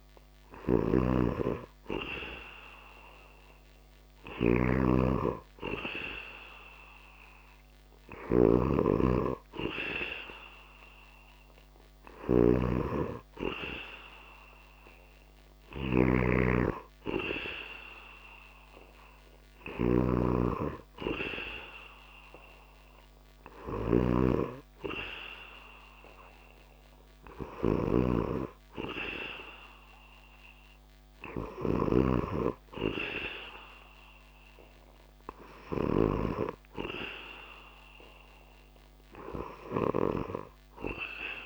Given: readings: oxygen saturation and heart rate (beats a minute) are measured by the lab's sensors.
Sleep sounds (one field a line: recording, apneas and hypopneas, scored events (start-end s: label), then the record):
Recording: breathing in sleep by a microphone on the trachea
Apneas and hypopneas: none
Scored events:
0.00-31.00 s: snoring (device-marked)
From the record:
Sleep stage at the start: N2 (light sleep)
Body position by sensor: on the back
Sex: male